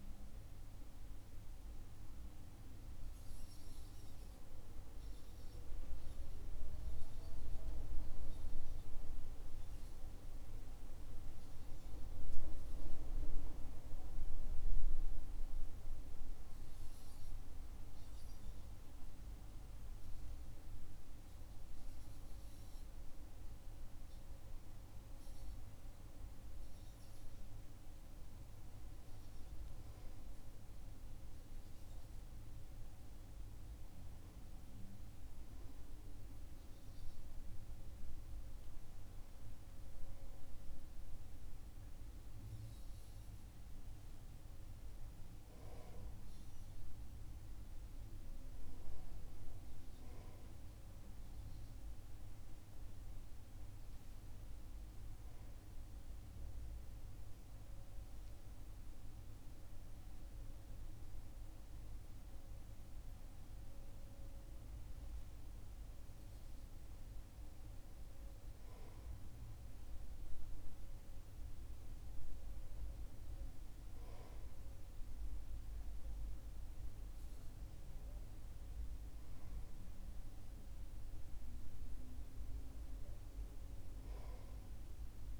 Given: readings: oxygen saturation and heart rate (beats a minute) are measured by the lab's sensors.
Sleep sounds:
breathing in sleep, hard to hear, by a room microphone; none
35.50-85.40 s: new sleep stage, N2 (light sleep)
From the record:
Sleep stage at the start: N1 (lightest sleep); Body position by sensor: on the right side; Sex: male

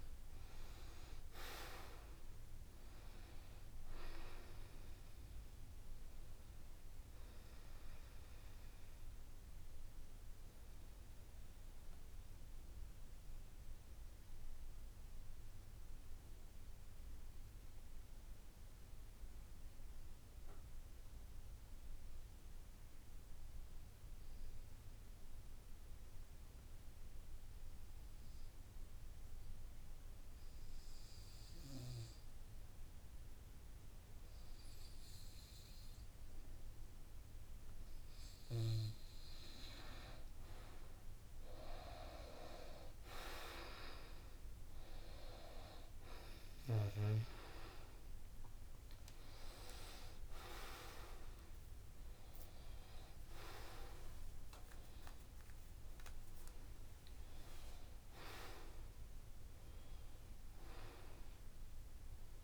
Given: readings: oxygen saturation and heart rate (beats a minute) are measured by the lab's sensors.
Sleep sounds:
breathing in sleep by a room microphone; 1
0.00-18.00 s: oxygen desaturation (device-marked, oxygen 82% lowest, heart rate 63 extreme)
10.00-37.00 s: obstructive apnea (oxygen 96% before, 82% lowest, heart rate 72 before, 63 extreme, up 6 after)
34.00-62.44 s: oxygen desaturation (device-marked, oxygen 96% before, 82% lowest, heart rate 66 before, 66 extreme)
43.50-47.00 s: arousal
From the record:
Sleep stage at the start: N2 (light sleep); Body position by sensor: on the back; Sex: male

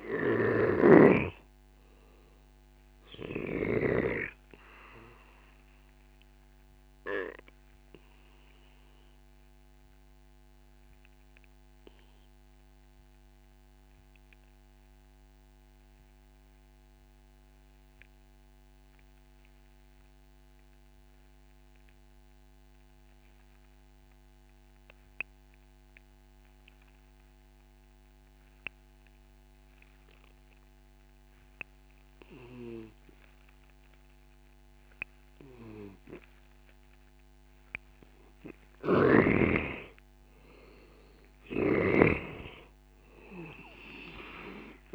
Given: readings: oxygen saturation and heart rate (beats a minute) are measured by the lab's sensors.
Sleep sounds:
breathing in sleep by a microphone on the trachea; 1
0.00-22.50 s: oxygen desaturation (device-marked, oxygen 88% lowest)
6.00-37.50 s: obstructive apnea (oxygen 97% before, 88% lowest)
36.50-44.95 s: oxygen desaturation (device-marked, oxygen 97% before, 91% lowest, heart rate 30 before, 26 extreme)
38.50-44.95 s: snoring (device-marked)
41.00-44.95 s: arousal
From the record:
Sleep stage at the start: N2 (light sleep); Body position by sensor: on the back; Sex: male

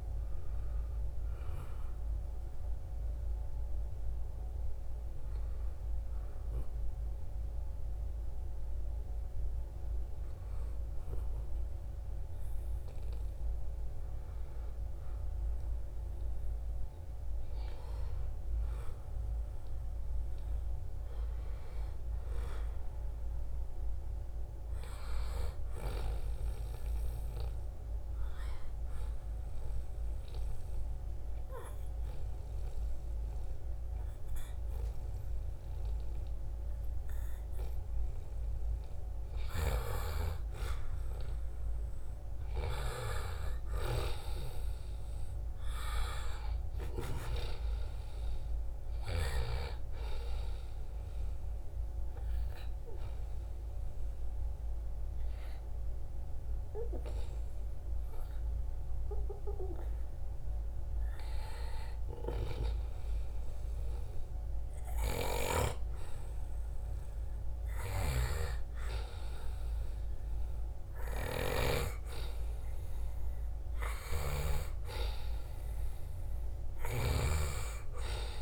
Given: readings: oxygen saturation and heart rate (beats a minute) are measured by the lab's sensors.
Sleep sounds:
breathing in sleep by a room microphone; 3
3.00-15.50 s: hypopnea (oxygen 97% before, 92% lowest, heart rate 81 before, 75 extreme)
17.50-22.50 s: arousal
29.50-40.50 s: obstructive apnea (oxygen 97% before, 92% lowest, heart rate 77 before, 77 extreme, up 1 after)
42.50-46.00 s: arousal
50.00-61.00 s: obstructive apnea (oxygen 96% before, 91% lowest, heart rate 78 before, 79 extreme, up 0 after)
64.00-68.50 s: arousal
71.00-77.00 s: snoring (device-marked)
From the record:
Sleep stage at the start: N2 (light sleep); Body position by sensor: on the right side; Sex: male

